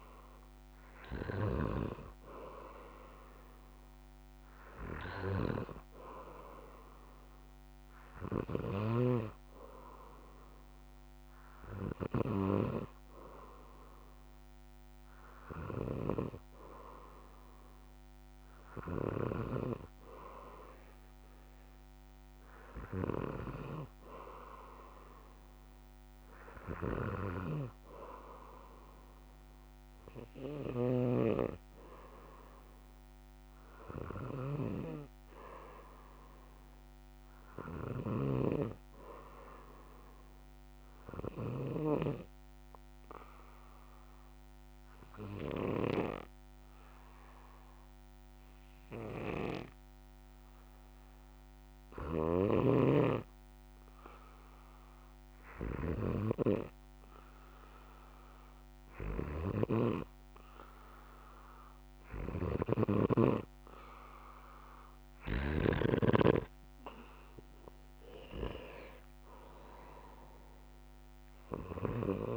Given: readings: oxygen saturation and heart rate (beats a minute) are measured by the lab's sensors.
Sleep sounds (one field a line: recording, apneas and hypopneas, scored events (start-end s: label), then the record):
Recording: breathing in sleep by a microphone on the trachea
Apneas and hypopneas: 1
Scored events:
8.50-12.50 s: snoring (device-marked)
30.50-46.00 s: snoring (device-marked)
41.50-56.50 s: hypopnea (oxygen 97% before, 92% lowest, heart rate 65 before, 61 extreme, up 5 after)
59.50-63.00 s: arousal
59.50-66.00 s: snoring (device-marked)
67.00-72.37 s: oxygen desaturation (device-marked, oxygen 96% before, 92% lowest, heart rate 64 before, 64 extreme)
From the record:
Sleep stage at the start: N2 (light sleep)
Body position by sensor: on the back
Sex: male